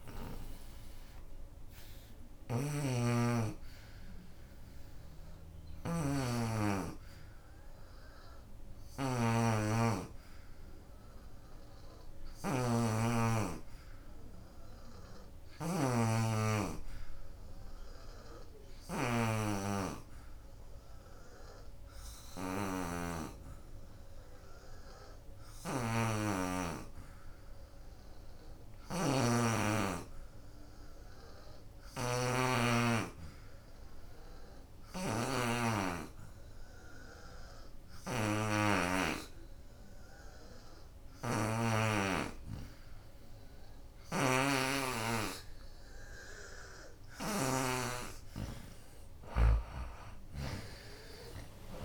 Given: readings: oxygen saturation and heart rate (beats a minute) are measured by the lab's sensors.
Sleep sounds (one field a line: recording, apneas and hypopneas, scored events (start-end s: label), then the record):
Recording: breathing in sleep by a room microphone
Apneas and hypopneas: 1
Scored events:
0.00-9.00 s: oxygen desaturation (device-marked, oxygen 84% lowest, heart rate 66 extreme)
2.50-47.50 s: obstructive apnea (oxygen 92% before, 83% lowest, heart rate 73 before, 70 extreme, up 17 after)
19.00-37.00 s: oxygen desaturation (device-marked, oxygen 94% before, 85% lowest, heart rate 71 before, 71 extreme)
42.00-51.85 s: oxygen desaturation (device-marked, oxygen 86% before, 83% lowest, heart rate 76 before, 59 extreme)
48.00-51.85 s: drop in pulse transit time (device-marked, heart rate 78 before, 81 extreme)
50.00-51.85 s: arousal
From the record:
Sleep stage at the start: N2 (light sleep)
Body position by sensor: on the back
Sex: female